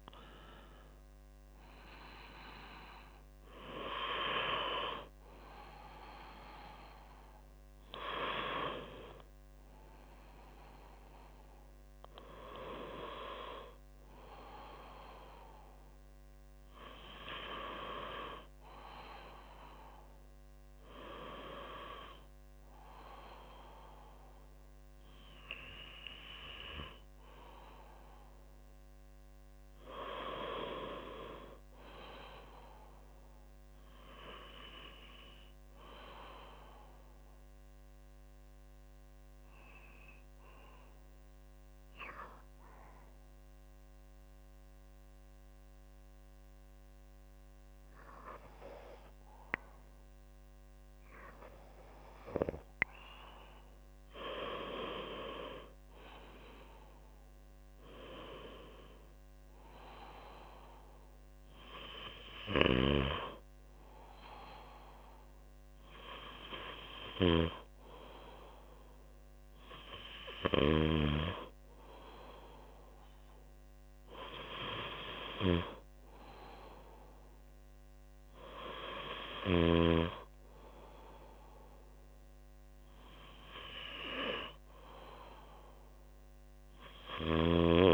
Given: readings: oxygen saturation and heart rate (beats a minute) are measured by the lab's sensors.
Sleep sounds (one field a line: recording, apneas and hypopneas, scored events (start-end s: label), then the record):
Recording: breathing in sleep by a microphone on the trachea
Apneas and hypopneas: 1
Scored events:
0.00-2.00 s: arousal
0.00-19.50 s: oxygen desaturation (device-marked, oxygen 94% lowest, heart rate 46 extreme)
39.00-51.00 s: hypopnea (oxygen 98% before, 97% lowest, heart rate 50 before, 47 extreme, up 13 after)
55.00-59.50 s: arousal
From the record:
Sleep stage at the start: N2 (light sleep)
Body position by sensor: on the back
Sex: female